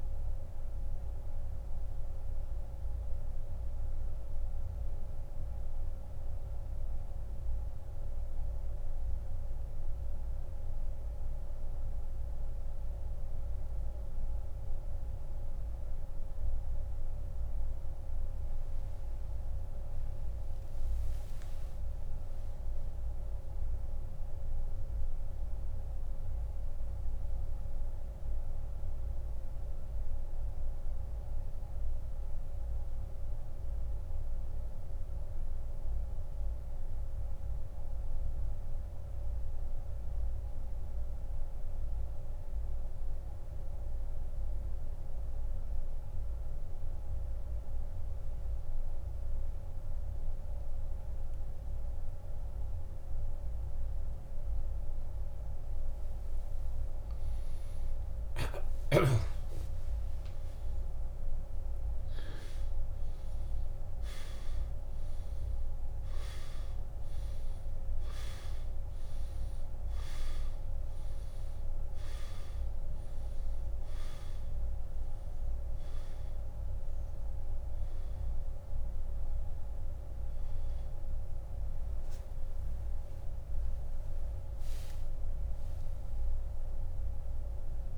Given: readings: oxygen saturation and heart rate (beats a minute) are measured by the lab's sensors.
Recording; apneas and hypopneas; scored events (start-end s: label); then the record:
breathing in sleep, hard to hear, by a room microphone; 2
0.00-40.00 s: oxygen desaturation (device-marked, oxygen 82% lowest)
4.50-19.50 s: central apnea (oxygen 96% before, 82% lowest)
21.00-25.50 s: arousal
27.00-55.50 s: mixed apnea (oxygen 92% before, 82% lowest)
55.00-86.00 s: oxygen desaturation (device-marked, oxygen 98% before, 91% lowest)
55.00-87.98 s: new sleep stage, N1 (lightest sleep)
58.00-62.50 s: arousal
From the record:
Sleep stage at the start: N2 (light sleep); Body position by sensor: on the back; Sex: male